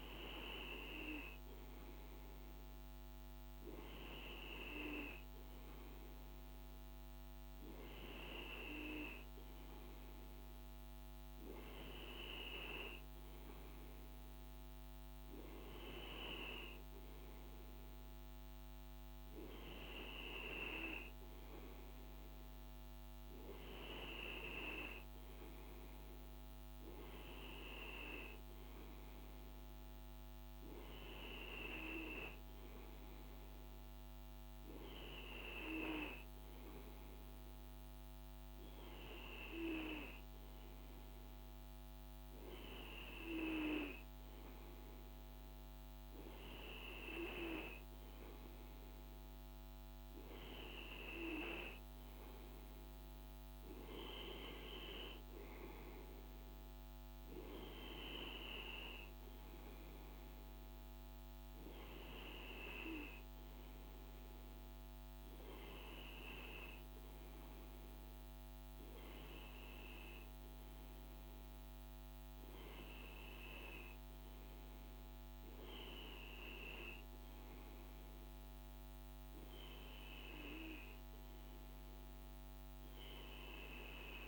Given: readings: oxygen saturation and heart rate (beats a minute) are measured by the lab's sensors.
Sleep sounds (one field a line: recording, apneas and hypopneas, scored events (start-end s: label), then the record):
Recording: breathing in sleep by a microphone on the trachea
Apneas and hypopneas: none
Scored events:
none scored
From the record:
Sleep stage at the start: N2 (light sleep)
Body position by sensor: on the right side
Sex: male